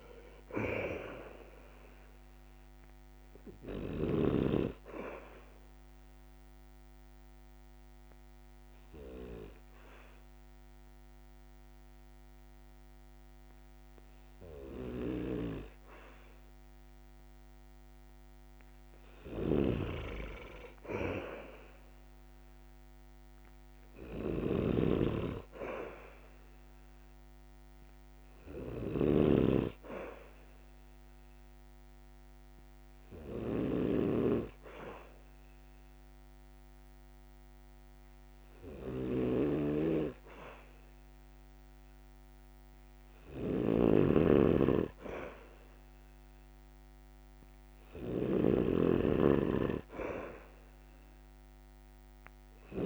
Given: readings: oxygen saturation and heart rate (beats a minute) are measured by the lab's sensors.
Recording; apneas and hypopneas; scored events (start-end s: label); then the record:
breathing in sleep by a microphone on the trachea; 2
0.00-3.00 s: arousal
6.00-19.00 s: obstructive apnea (oxygen 98% before, 92% lowest, heart rate 65 before, 65 extreme, up 3 after)
14.00-24.00 s: oxygen desaturation (device-marked, oxygen 97% before, 92% lowest, heart rate 66 before, 65 extreme)
24.00-29.00 s: snoring (device-marked)
25.50-29.00 s: arousal
32.00-44.00 s: obstructive apnea (oxygen 98% before, 92% lowest, heart rate 67 before, 66 extreme, up 3 after)
33.00-46.00 s: oxygen desaturation (device-marked, oxygen 98% before, 93% lowest, heart rate 67 before, 66 extreme)
43.00-52.86 s: snoring (device-marked)
46.50-51.00 s: arousal
From the record:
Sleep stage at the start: N2 (light sleep); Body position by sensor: on the back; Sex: male